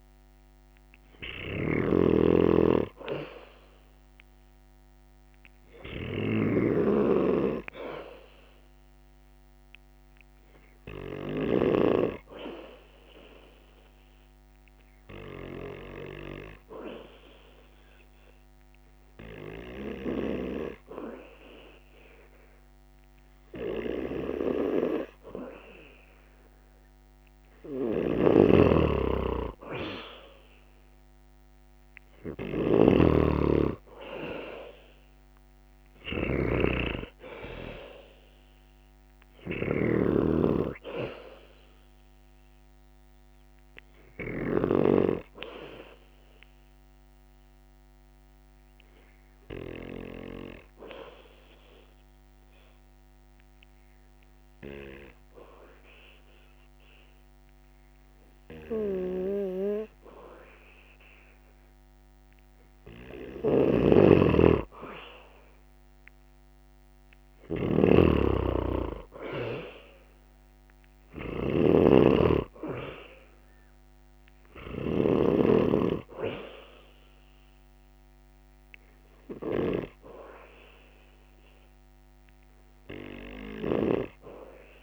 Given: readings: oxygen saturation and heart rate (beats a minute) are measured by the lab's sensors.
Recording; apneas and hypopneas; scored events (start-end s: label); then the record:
breathing in sleep by a microphone on the trachea; 2
0.00-1.50 s: snoring (device-marked)
0.00-2.00 s: oxygen desaturation (device-marked, oxygen 92% lowest, heart rate 71 extreme)
5.00-8.00 s: arousal
11.50-23.50 s: hypopnea (oxygen 96% before, 91% lowest, heart rate 73 before, 70 extreme, up 1 after)
28.00-40.00 s: snoring (device-marked)
29.50-34.00 s: arousal
36.00-61.00 s: oxygen desaturation (device-marked, oxygen 95% before, 91% lowest, heart rate 72 before, 70 extreme)
45.50-61.50 s: hypopnea (oxygen 95% before, 90% lowest, heart rate 75 before, 70 extreme, up 1 after)
63.50-75.00 s: snoring (device-marked)
64.50-67.50 s: arousal
76.00-84.83 s: oxygen desaturation (device-marked, oxygen 96% before, 90% lowest, heart rate 71 before, 71 extreme)
From the record:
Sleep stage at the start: N2 (light sleep); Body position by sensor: on the back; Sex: male